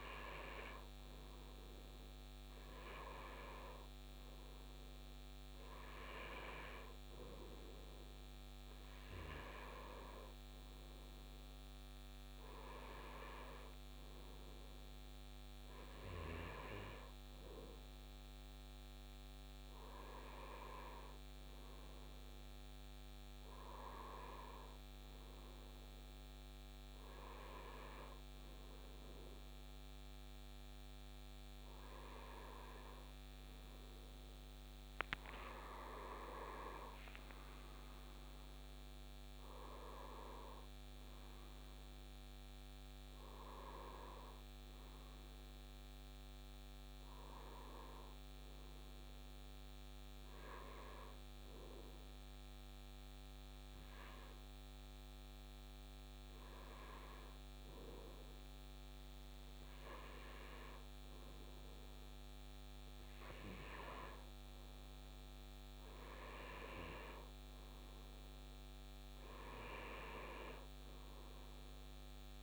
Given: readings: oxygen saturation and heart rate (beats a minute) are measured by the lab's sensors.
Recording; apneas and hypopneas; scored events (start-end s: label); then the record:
breathing in sleep by a microphone on the trachea; 1
38.50-43.50 s: arousal
49.50-62.00 s: hypopnea (oxygen 94% before, 90% lowest, heart rate 73 before, 69 extreme, up 5 after)
64.00-68.50 s: arousal
65.00-72.43 s: oxygen desaturation (device-marked, oxygen 94% before, 90% lowest, heart rate 70 before, 75 extreme)
67.00-72.43 s: new sleep stage, N2 (light sleep)
From the record:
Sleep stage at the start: N1 (lightest sleep); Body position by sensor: on the right side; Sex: male